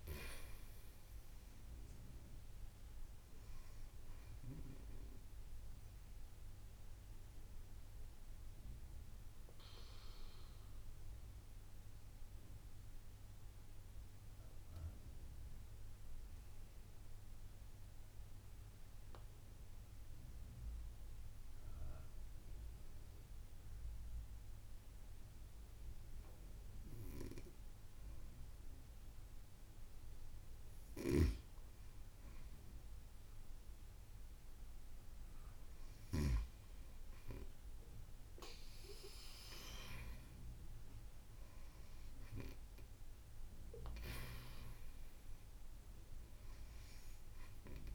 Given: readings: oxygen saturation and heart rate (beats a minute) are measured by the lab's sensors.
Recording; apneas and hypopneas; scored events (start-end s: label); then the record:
breathing in sleep by a room microphone; 1
0.00-16.50 s: oxygen desaturation (device-marked, oxygen 90% lowest)
0.50-2.50 s: long interval between heartbeats (device-marked)
6.00-29.00 s: obstructive apnea (oxygen 95% before, 90% lowest)
17.00-19.00 s: long interval between heartbeats (device-marked)
30.50-36.00 s: snoring (device-marked)
31.00-36.00 s: arousal
44.50-46.50 s: long interval between heartbeats (device-marked)
From the record:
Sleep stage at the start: N2 (light sleep); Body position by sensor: on the right side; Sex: female